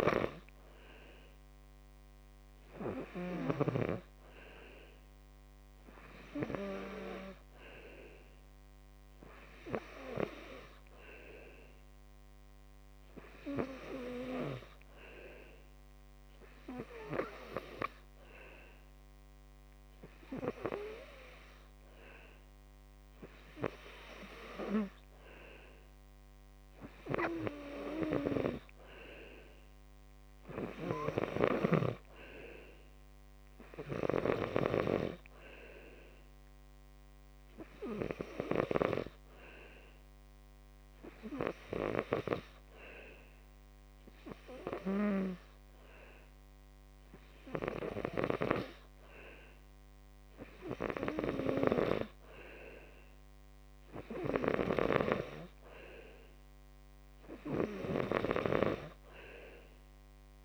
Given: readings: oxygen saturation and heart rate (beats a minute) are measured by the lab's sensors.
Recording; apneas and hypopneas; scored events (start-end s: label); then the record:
breathing in sleep by a microphone on the trachea; none
57.00-60.45 s: arousal
From the record:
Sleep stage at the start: N2 (light sleep); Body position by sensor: on the back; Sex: male